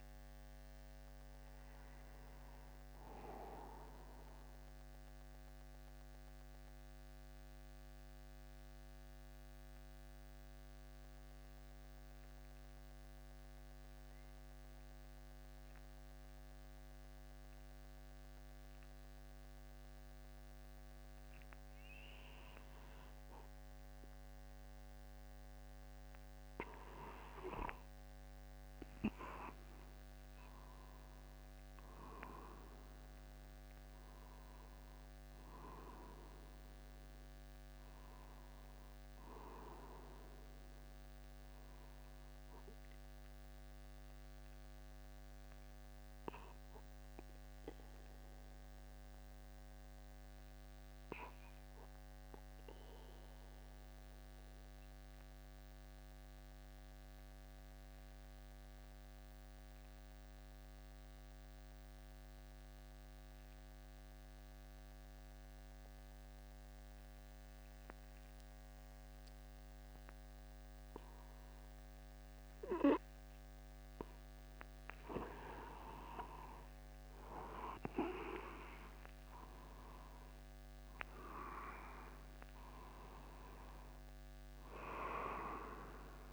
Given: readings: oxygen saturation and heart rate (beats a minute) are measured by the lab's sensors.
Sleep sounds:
breathing in sleep by a microphone on the trachea; 2
5.00-25.00 s: mixed apnea (oxygen 99% before, 94% lowest, heart rate 62 before, 48 extreme, up 0 after)
25.50-30.50 s: arousal
46.00-74.50 s: obstructive apnea (oxygen 98% before, 93% lowest, heart rate 49 before, 49 extreme, up 1 after)
84.50-86.33 s: long interval between heartbeats (device-marked, heart rate 50 before, 59 extreme)
85.00-86.33 s: new sleep stage, N1 (lightest sleep)
From the record:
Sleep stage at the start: N2 (light sleep); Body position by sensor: upright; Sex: male

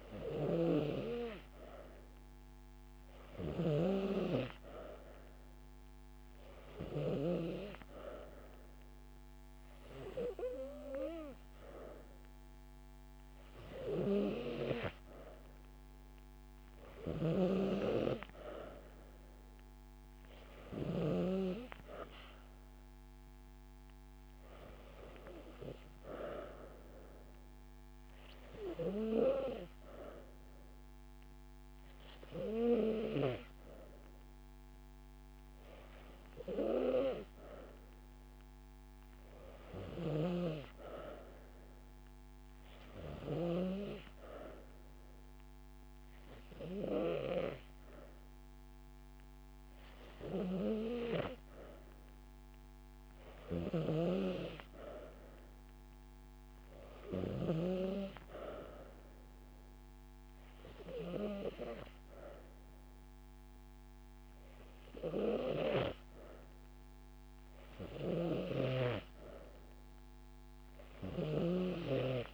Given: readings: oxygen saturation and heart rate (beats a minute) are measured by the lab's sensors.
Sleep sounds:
breathing in sleep by a microphone on the trachea; none
5.50-7.50 s: long interval between heartbeats (device-marked)
11.50-13.50 s: long interval between heartbeats (device-marked)
33.00-35.00 s: long interval between heartbeats (device-marked)
From the record:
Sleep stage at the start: N3 (deep sleep); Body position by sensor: on the back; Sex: female

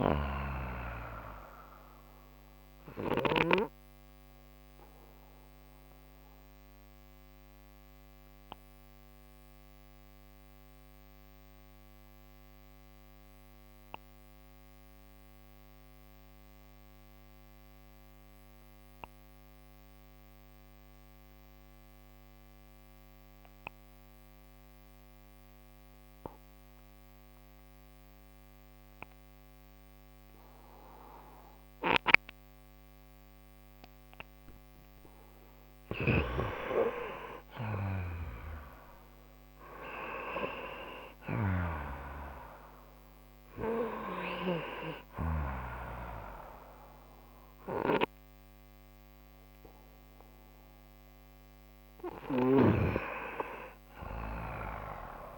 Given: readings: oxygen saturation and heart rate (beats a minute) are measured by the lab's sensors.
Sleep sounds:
breathing in sleep by a microphone on the trachea; 1
1.50-34.50 s: obstructive apnea (oxygen 96% before, 88% lowest)
5.50-22.50 s: oxygen desaturation (device-marked, oxygen 95% before, 88% lowest)
35.50-40.00 s: arousal
49.50-55.38 s: oxygen desaturation (device-marked, oxygen 95% before, 91% lowest)
From the record:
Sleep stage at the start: N2 (light sleep); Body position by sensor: on the right side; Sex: male

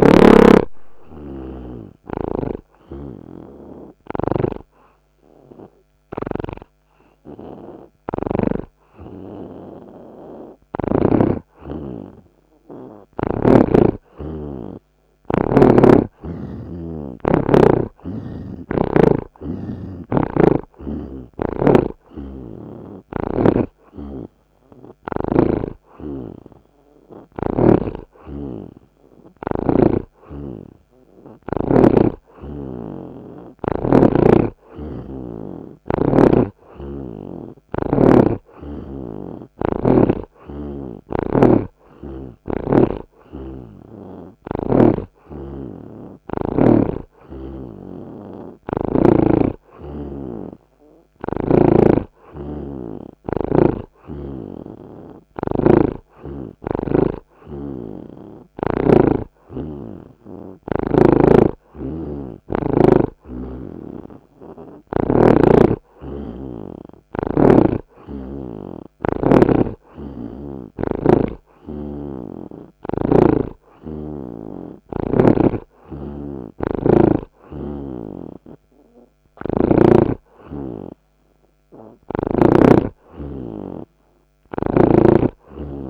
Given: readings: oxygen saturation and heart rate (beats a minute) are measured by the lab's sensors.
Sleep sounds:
breathing in sleep by a microphone on the trachea; 1
1.50-11.50 s: hypopnea (oxygen 83% before, 80% lowest)
4.50-8.50 s: snoring (device-marked)
14.00-18.50 s: arousal
30.50-34.00 s: snoring (device-marked)
41.00-45.00 s: snoring (device-marked)
43.00-55.00 s: oxygen desaturation (device-marked, oxygen 85% before, 80% lowest)
52.00-59.00 s: snoring (device-marked)
71.00-74.50 s: snoring (device-marked)
76.50-80.00 s: snoring (device-marked)
84.00-85.90 s: arousal
From the record:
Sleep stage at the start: N2 (light sleep); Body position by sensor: on the right side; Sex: male

